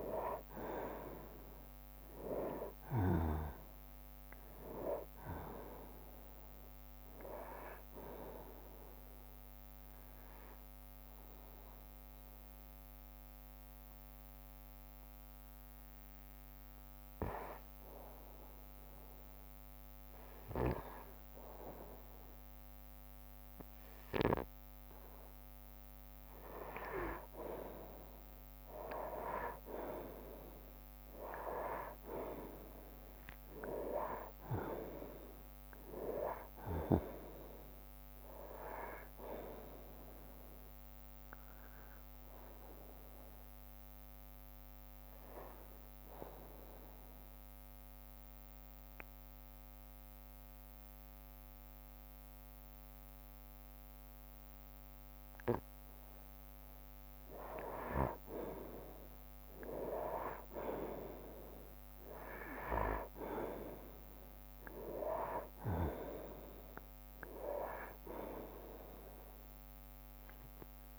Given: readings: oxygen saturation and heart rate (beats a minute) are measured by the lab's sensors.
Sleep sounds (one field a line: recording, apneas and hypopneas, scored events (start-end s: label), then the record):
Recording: breathing in sleep by a microphone on the trachea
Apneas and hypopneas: 2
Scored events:
0.00-21.50 s: oxygen desaturation (device-marked, oxygen 88% lowest, heart rate 59 extreme)
10.00-25.50 s: obstructive apnea (oxygen 98% before, 88% lowest, heart rate 69 before, 59 extreme, up 1 after)
28.00-33.00 s: arousal
32.50-34.50 s: bradycardia (device-marked, heart rate 64 before, 63 extreme)
33.50-52.50 s: oxygen desaturation (device-marked, oxygen 98% before, 93% lowest, heart rate 62 before, 60 extreme)
39.50-54.50 s: drop in pulse transit time (device-marked, heart rate 62 before, 61 extreme)
42.00-58.00 s: obstructive apnea (oxygen 98% before, 90% lowest, heart rate 62 before, 54 extreme, up 4 after)
60.50-65.00 s: arousal
65.50-70.99 s: oxygen desaturation (device-marked, oxygen 97% before, 91% lowest, heart rate 62 before, 54 extreme)
From the record:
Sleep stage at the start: N2 (light sleep)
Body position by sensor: on the right side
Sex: male